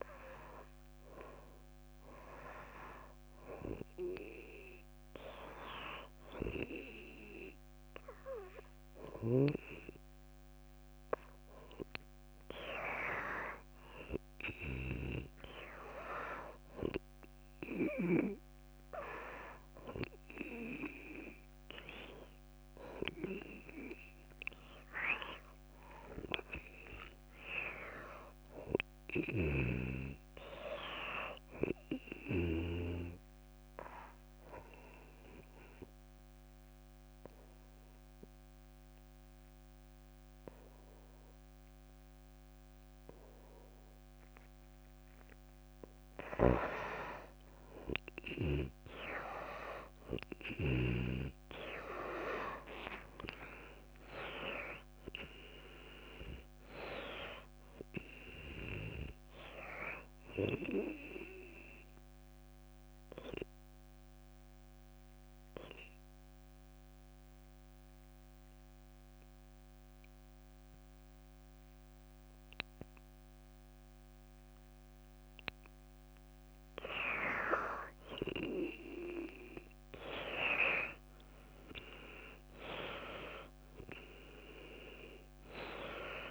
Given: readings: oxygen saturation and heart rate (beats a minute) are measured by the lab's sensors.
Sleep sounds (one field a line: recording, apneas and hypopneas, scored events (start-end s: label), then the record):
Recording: breathing in sleep by a microphone on the trachea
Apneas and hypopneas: 3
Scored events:
3.50-13.50 s: hypopnea (oxygen 95% before, 85% lowest)
9.00-29.00 s: oxygen desaturation (device-marked, oxygen 95% before, 89% lowest)
15.00-18.00 s: arousal
29.50-33.00 s: snoring (device-marked)
36.00-46.50 s: obstructive apnea (oxygen 94% before, 85% lowest)
46.50-51.50 s: snoring (device-marked)
52.00-67.00 s: oxygen desaturation (device-marked, oxygen 94% before, 85% lowest)
52.50-57.00 s: arousal
62.50-76.50 s: obstructive apnea (oxygen 94% before, 88% lowest)
80.00-84.50 s: arousal
80.00-86.31 s: oxygen desaturation (device-marked, oxygen 96% before, 90% lowest)
From the record:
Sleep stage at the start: N2 (light sleep)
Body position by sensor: on the back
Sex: female